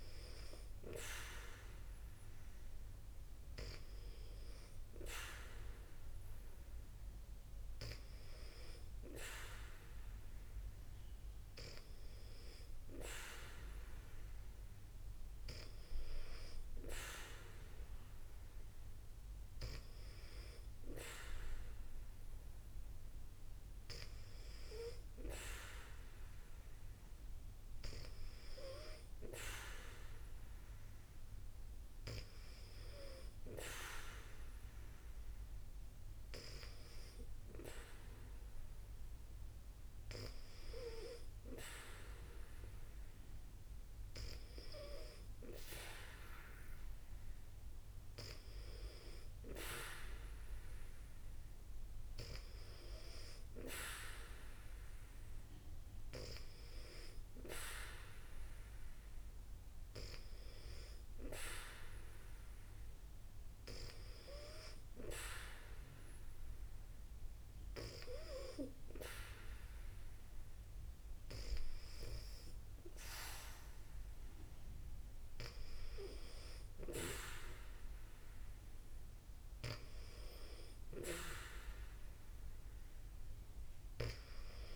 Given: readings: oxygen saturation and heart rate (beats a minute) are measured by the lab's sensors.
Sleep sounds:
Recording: breathing in sleep by a room microphone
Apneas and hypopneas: none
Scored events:
none scored
From the record:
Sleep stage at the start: N2 (light sleep)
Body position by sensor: on the back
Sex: female

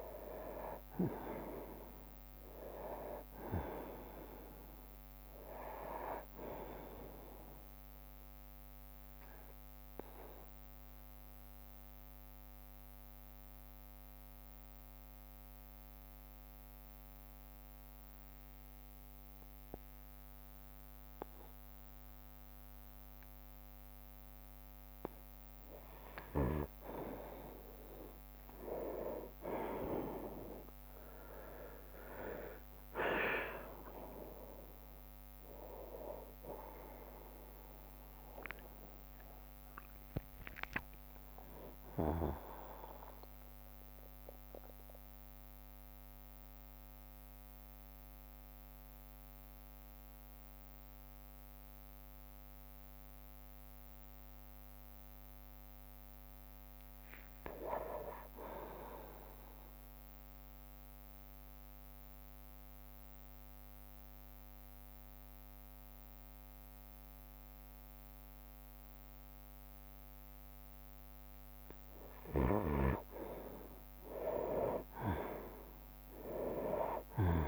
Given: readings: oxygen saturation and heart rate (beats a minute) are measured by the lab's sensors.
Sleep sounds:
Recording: breathing in sleep by a microphone on the trachea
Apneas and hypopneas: 3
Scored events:
0.00-5.50 s: drop in pulse transit time (device-marked, heart rate 61 extreme)
4.50-6.50 s: long interval between heartbeats (device-marked, heart rate 63 before, 69 extreme)
8.50-25.50 s: obstructive apnea (oxygen 98% before, 92% lowest, heart rate 65 before, 58 extreme, up 10 after)
12.50-23.50 s: oxygen desaturation (device-marked, oxygen 95% before, 92% lowest, heart rate 66 before, 58 extreme)
13.50-22.50 s: bradycardia (device-marked, heart rate 67 before, 58 extreme)
29.00-33.50 s: arousal
32.50-48.50 s: oxygen desaturation (device-marked, oxygen 98% before, 93% lowest, heart rate 61 before, 58 extreme)
33.50-48.50 s: drop in pulse transit time (device-marked, heart rate 61 before, 65 extreme)
43.50-54.50 s: central apnea (oxygen 98% before, 91% lowest, heart rate 66 before, 58 extreme, up 6 after)
47.50-54.50 s: bradycardia (device-marked, heart rate 65 before, 58 extreme)
57.00-60.00 s: arousal
62.00-72.00 s: obstructive apnea (oxygen 96% before, 91% lowest, heart rate 63 before, 63 extreme, up 24 after)
75.50-77.48 s: new sleep stage, awake
From the record:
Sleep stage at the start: N2 (light sleep)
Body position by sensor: on the right side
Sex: male

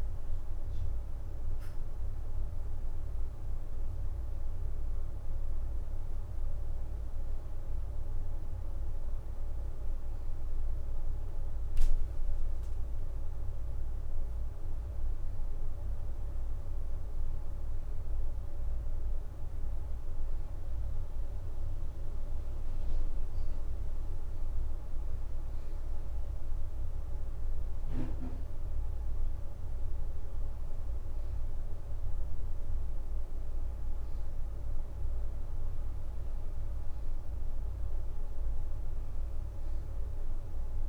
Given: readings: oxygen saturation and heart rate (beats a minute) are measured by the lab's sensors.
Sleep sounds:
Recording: breathing in sleep, hard to hear, by a room microphone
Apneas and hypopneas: none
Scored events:
13.00-15.50 s: leg movement (device-marked)
18.00-19.50 s: leg movement (device-marked)
From the record:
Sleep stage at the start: N2 (light sleep)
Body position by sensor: on the right side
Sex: female

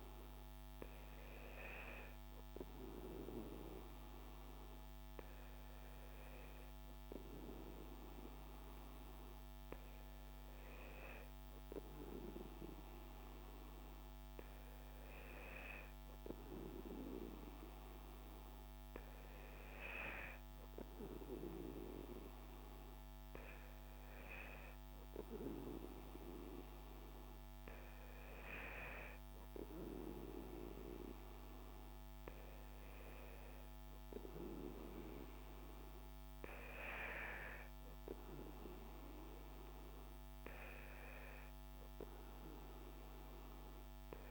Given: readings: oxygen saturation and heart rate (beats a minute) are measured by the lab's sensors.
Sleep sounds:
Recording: breathing in sleep by a microphone on the trachea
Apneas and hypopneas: none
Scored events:
none scored
From the record:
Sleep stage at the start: N2 (light sleep)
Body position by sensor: on the back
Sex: male

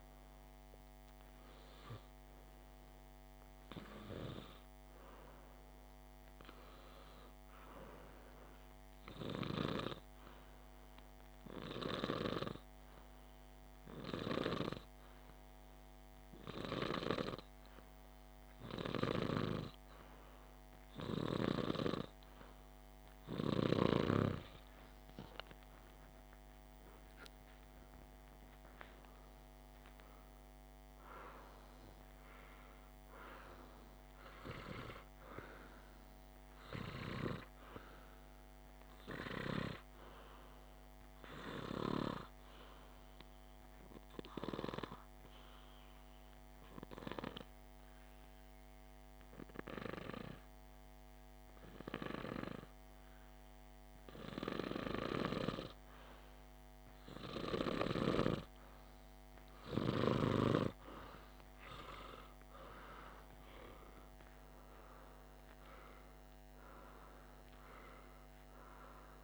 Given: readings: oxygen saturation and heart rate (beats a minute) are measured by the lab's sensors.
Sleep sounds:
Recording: breathing in sleep by a microphone on the trachea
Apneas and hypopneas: 2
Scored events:
0.00-11.50 s: oxygen desaturation (device-marked, oxygen 95% lowest, heart rate 50 extreme)
11.50-22.50 s: hypopnea (oxygen 100% before, 94% lowest, heart rate 52 before, 50 extreme, up 2 after)
24.50-28.00 s: arousal
45.00-59.50 s: hypopnea (oxygen 99% before, 94% lowest, heart rate 51 before, 50 extreme, up 18 after)
62.00-66.50 s: arousal
From the record:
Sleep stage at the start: N2 (light sleep)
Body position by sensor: on the back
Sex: male

